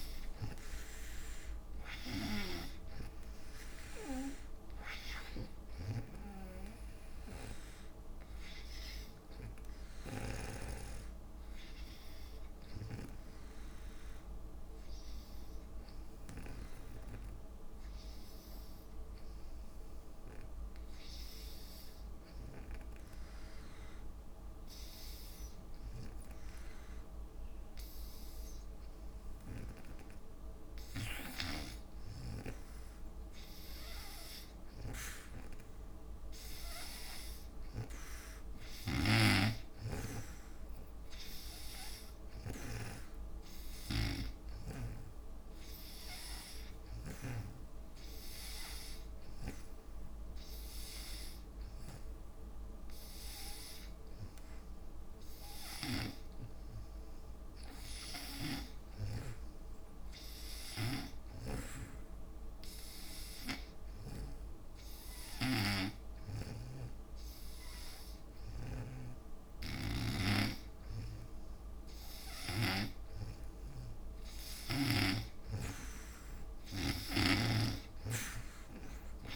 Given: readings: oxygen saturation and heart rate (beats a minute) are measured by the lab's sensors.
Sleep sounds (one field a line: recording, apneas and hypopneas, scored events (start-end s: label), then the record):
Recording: breathing in sleep by a room microphone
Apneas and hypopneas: 2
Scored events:
0.00-6.00 s: drop in pulse transit time (device-marked, heart rate 67 extreme)
0.00-12.00 s: oxygen desaturation (device-marked, oxygen 82% lowest, heart rate 56 extreme)
0.50-2.50 s: long interval between heartbeats (device-marked, heart rate 67 before, 87 extreme)
15.00-30.00 s: obstructive apnea (oxygen 96% before, 85% lowest, heart rate 71 before, 58 extreme, up 4 after)
32.50-37.00 s: arousal
34.00-72.00 s: oxygen desaturation (device-marked, oxygen 96% before, 87% lowest, heart rate 59 before, 63 extreme)
38.50-45.00 s: snoring (device-marked)
59.50-74.50 s: hypopnea (oxygen 95% before, 78% lowest, heart rate 66 before, 65 extreme, up 3 after)
68.50-75.00 s: snoring (device-marked)
78.00-79.36 s: oxygen desaturation (device-marked, oxygen 88% before, 85% lowest, heart rate 69 before, 56 extreme)
From the record:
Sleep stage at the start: N2 (light sleep)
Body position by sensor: on the back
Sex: female